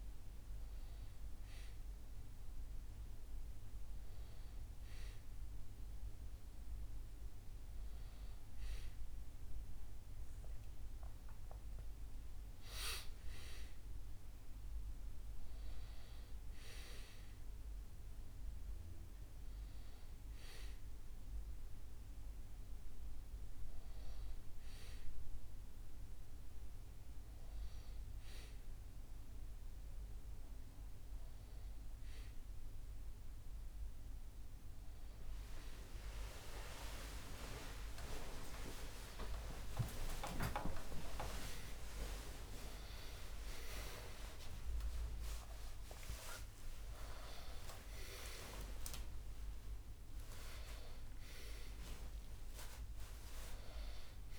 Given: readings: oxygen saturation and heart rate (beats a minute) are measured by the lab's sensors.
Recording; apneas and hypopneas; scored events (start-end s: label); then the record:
a person partly awake in a sleep study, by a room microphone; none
38.50-54.38 s: new sleep stage, awake
From the record:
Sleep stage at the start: N1 (lightest sleep); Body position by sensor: on the back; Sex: male